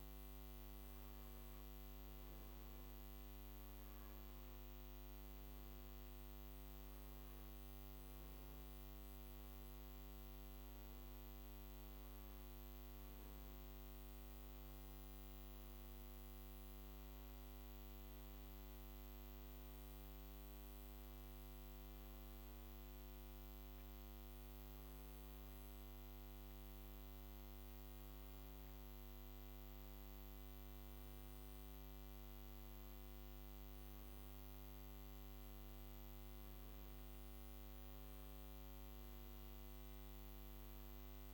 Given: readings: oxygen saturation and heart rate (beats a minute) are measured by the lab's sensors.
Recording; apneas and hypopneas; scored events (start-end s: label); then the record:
breathing in sleep, hard to hear, by a microphone on the trachea; none
25.50-41.34 s: new sleep stage, N2 (light sleep)
From the record:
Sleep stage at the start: N1 (lightest sleep); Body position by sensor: on the back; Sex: male